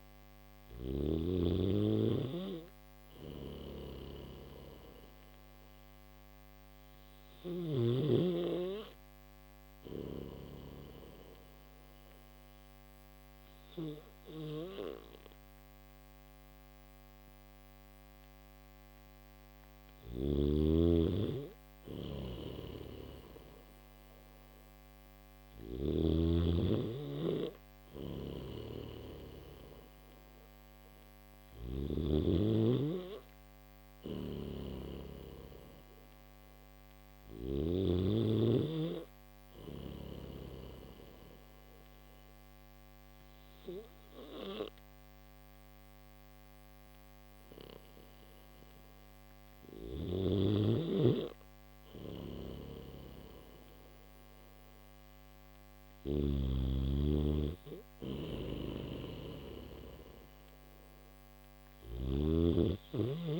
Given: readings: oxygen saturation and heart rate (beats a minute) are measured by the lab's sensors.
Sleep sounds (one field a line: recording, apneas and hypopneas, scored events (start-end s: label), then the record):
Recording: breathing in sleep by a microphone on the trachea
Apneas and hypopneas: none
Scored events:
0.00-7.00 s: snoring (device-marked)
19.50-25.50 s: snoring (device-marked)
27.50-31.50 s: snoring (device-marked)
33.50-37.00 s: snoring (device-marked)
35.50-43.50 s: oxygen desaturation (device-marked, oxygen 97% before, 94% lowest, heart rate 70 before, 70 extreme)
51.50-55.50 s: snoring (device-marked)
57.50-61.50 s: snoring (device-marked)
From the record:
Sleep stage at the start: N1 (lightest sleep)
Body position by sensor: on the back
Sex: male